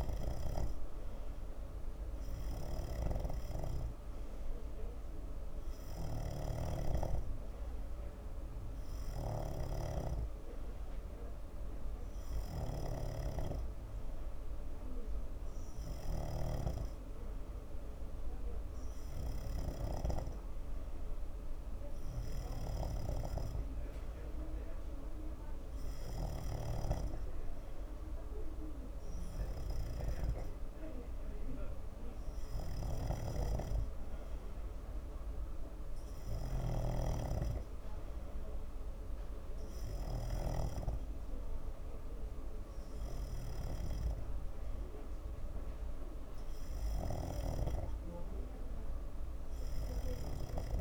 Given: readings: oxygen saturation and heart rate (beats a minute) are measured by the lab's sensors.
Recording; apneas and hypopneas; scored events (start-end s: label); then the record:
breathing in sleep by a room microphone; none
0.00-50.81 s: snoring (device-marked)
32.50-50.81 s: new sleep stage, N3 (deep sleep)
From the record:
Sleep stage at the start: N2 (light sleep); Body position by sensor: on the front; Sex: male